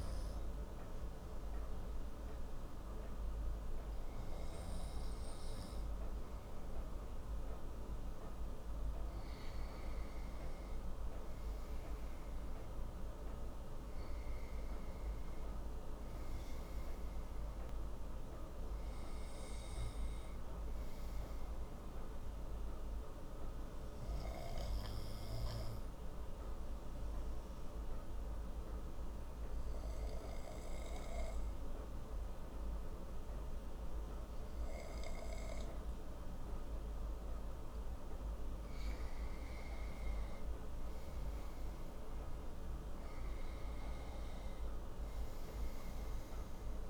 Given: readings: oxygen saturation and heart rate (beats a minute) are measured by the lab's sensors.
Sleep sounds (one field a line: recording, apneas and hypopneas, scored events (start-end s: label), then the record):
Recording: breathing in sleep, hard to hear, by a room microphone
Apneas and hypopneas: 1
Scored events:
26.50-39.50 s: obstructive apnea (oxygen 95% before, 90% lowest)
42.50-46.50 s: arousal
From the record:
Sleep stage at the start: N2 (light sleep)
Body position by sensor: on the right side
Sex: male